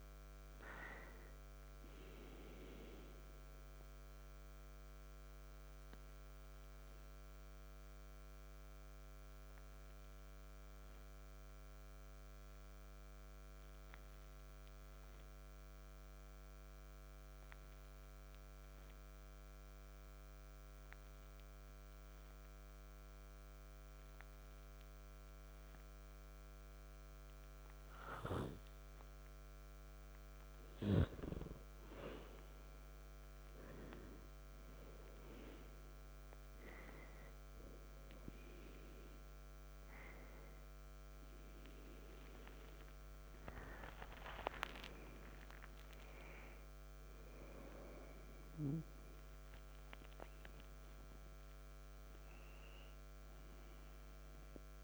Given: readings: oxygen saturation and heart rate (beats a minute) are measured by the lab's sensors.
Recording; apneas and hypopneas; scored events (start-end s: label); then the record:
breathing in sleep by a microphone on the trachea; 1
5.50-30.00 s: hypopnea (oxygen 97% before, 91% lowest, heart rate 58 before, 53 extreme, up 3 after)
11.50-23.50 s: oxygen desaturation (device-marked, oxygen 96% before, 92% lowest, heart rate 58 before, 53 extreme)
31.50-35.00 s: arousal
47.50-54.84 s: new sleep stage, N1 (lightest sleep)
From the record:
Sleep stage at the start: N2 (light sleep); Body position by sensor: on the back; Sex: male